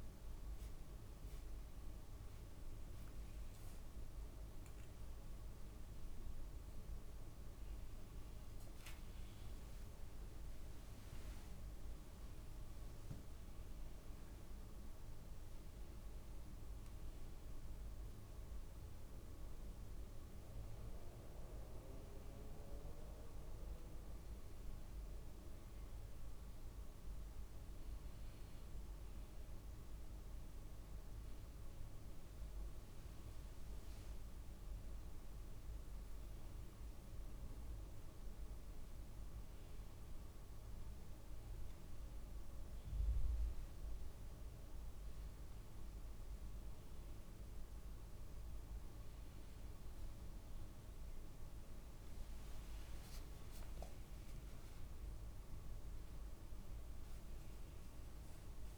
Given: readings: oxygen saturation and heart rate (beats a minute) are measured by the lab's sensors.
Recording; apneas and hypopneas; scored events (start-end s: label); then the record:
breathing in sleep, hard to hear, by a room microphone; none
none scored
From the record:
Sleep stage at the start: N2 (light sleep); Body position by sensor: on the back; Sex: male